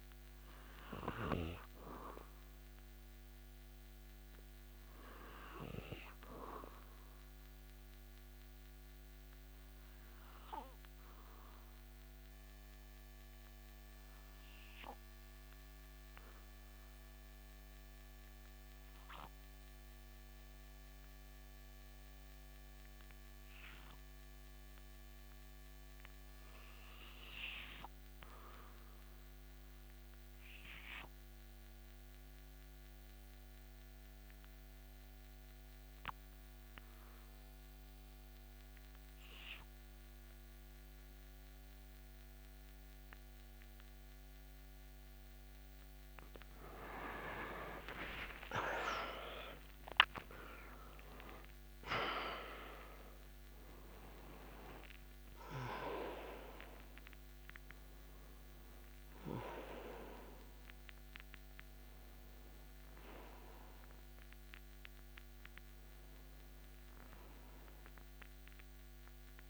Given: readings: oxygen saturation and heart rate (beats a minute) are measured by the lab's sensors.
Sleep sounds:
breathing in sleep by a microphone on the trachea; 1
3.00-11.00 s: oxygen desaturation (device-marked, oxygen 96% before, 92% lowest)
7.00-45.50 s: obstructive apnea (oxygen 96% before, 81% lowest)
32.00-69.50 s: oxygen desaturation (device-marked, oxygen 96% before, 81% lowest)
47.50-53.50 s: arousal
From the record:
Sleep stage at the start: N2 (light sleep); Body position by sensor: on the back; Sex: male

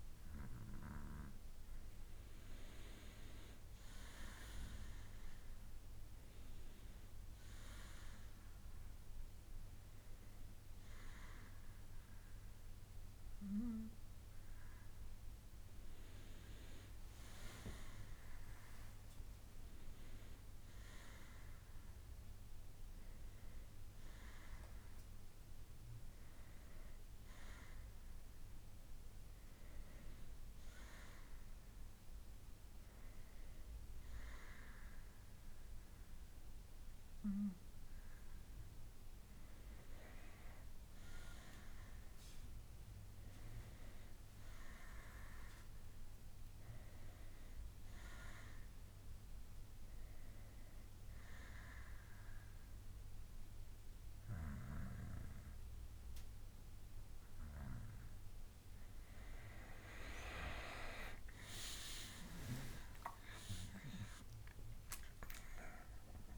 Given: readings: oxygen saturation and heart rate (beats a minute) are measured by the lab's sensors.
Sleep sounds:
breathing in sleep by a room microphone; 1
0.00-1.00 s: bradycardia (device-marked, heart rate 59 extreme)
41.50-44.50 s: arousal
47.00-58.50 s: hypopnea (oxygen 94% before, 90% lowest, heart rate 65 before, 60 extreme, up 15 after)
61.00-65.00 s: arousal
From the record:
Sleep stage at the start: N2 (light sleep); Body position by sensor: on the back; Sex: male

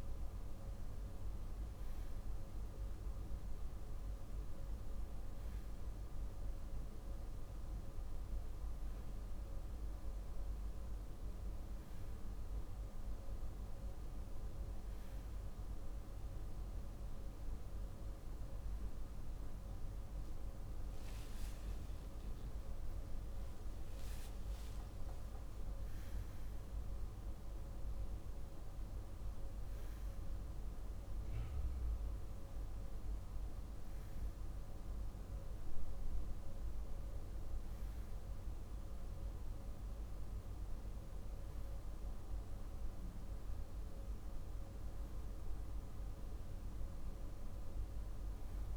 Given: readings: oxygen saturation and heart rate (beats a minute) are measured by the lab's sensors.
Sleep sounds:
breathing in sleep, hard to hear, by a room microphone; none
none scored
From the record:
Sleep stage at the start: REM sleep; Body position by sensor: on the left side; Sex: male

